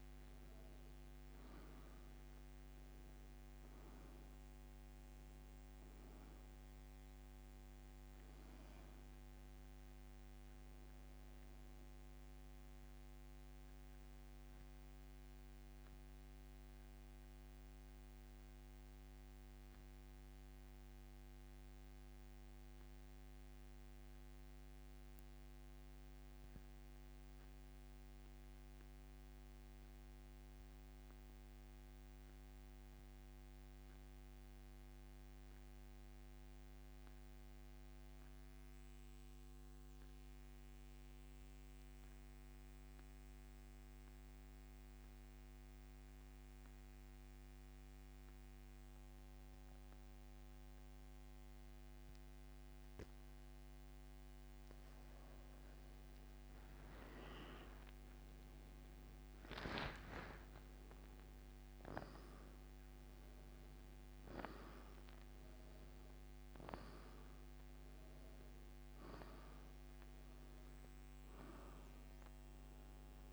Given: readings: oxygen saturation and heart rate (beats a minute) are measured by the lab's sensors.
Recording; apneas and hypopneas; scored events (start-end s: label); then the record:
breathing in sleep by a microphone on the trachea; 1
4.00-7.00 s: oxygen desaturation (device-marked, oxygen 96% before, 93% lowest, heart rate 101 before, 66 extreme)
14.00-53.50 s: central apnea (oxygen 97% before, 86% lowest, heart rate 101 before, 66 extreme, up 12 after)
18.00-43.00 s: oxygen desaturation (device-marked, oxygen 94% before, 86% lowest, heart rate 95 before, 66 extreme)
56.50-60.50 s: arousal
From the record:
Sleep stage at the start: N2 (light sleep); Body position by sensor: on the back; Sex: male